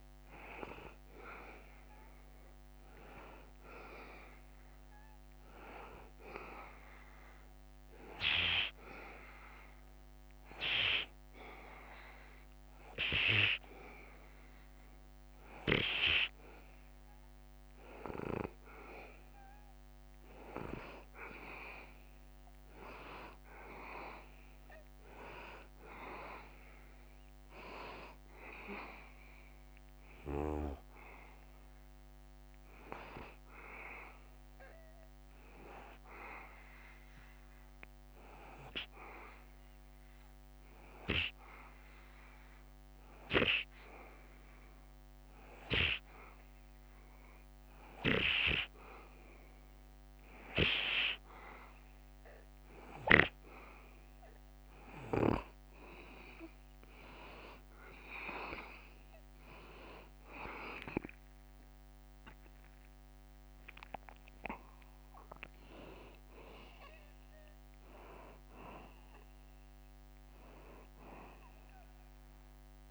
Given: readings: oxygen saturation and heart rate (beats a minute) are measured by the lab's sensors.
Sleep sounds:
breathing in sleep by a microphone on the trachea; 2
7.00-17.00 s: hypopnea (oxygen 93% before, 90% lowest, heart rate 79 before, 77 extreme, up 1 after)
20.00-24.00 s: arousal
37.00-53.50 s: hypopnea (oxygen 93% before, 90% lowest, heart rate 79 before, 73 extreme, up 2 after)
56.00-72.91 s: oxygen desaturation (device-marked, oxygen 93% before, 90% lowest, heart rate 78 before, 73 extreme)
58.50-62.00 s: arousal
69.00-71.00 s: long interval between heartbeats (device-marked, heart rate 79 before, 74 extreme)
From the record:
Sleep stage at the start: N2 (light sleep); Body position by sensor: on the back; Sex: male

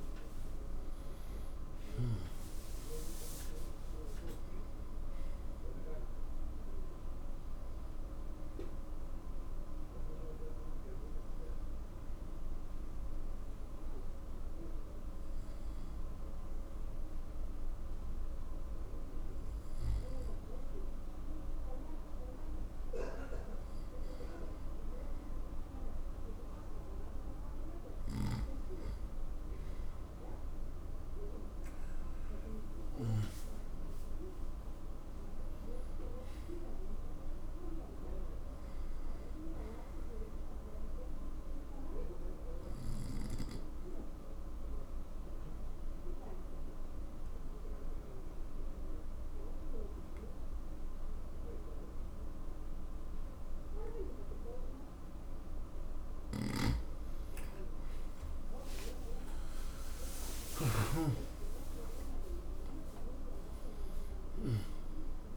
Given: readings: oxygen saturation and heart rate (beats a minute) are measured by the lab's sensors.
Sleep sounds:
breathing in sleep by a room microphone; 2
11.00-25.50 s: obstructive apnea (oxygen 92% before, 87% lowest, heart rate 81 before, 63 extreme, up 19 after)
29.00-33.00 s: arousal
40.00-54.50 s: obstructive apnea (oxygen 95% before, 87% lowest, heart rate 73 before, 72 extreme, up 11 after)
57.00-62.50 s: arousal
61.00-65.37 s: oxygen desaturation (device-marked, oxygen 94% before, 87% lowest, heart rate 78 before, 66 extreme)
From the record:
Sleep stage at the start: N2 (light sleep); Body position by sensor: on the right side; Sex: male

